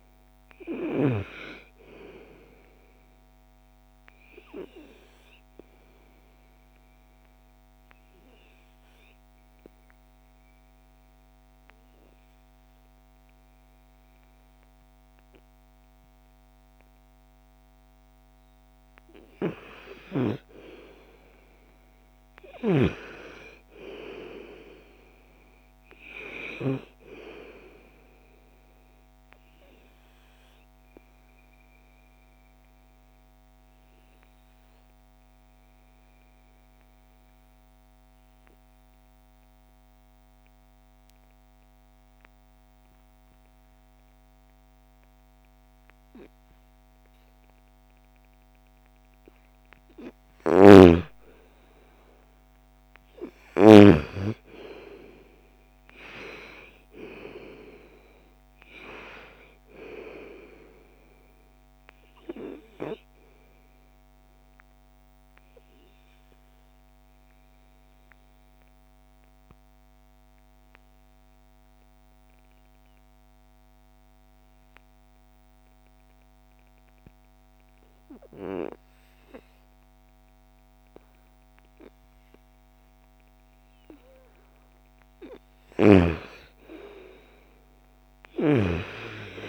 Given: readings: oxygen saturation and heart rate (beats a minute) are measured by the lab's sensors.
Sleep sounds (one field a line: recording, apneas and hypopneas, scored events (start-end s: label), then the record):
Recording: breathing in sleep by a microphone on the trachea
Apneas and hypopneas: 3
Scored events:
5.00-18.50 s: obstructive apnea (oxygen 98% before, 87% lowest, heart rate 57 before, 48 extreme, up 17 after)
20.50-23.50 s: arousal
23.50-39.50 s: oxygen desaturation (device-marked, oxygen 97% before, 91% lowest, heart rate 56 before, 54 extreme)
29.50-49.00 s: obstructive apnea (oxygen 97% before, 87% lowest, heart rate 57 before, 54 extreme, up 7 after)
49.50-53.50 s: snoring (device-marked)
50.50-53.00 s: arousal
51.50-72.50 s: oxygen desaturation (device-marked, oxygen 98% before, 87% lowest, heart rate 56 before, 54 extreme)
62.00-83.00 s: obstructive apnea (oxygen 98% before, 80% lowest, heart rate 57 before, 54 extreme, up 9 after)
86.00-89.49 s: arousal
86.50-89.49 s: oxygen desaturation (device-marked, oxygen 98% before, 87% lowest, heart rate 57 before, 47 extreme)
From the record:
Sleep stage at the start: N2 (light sleep)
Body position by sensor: on the right side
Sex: female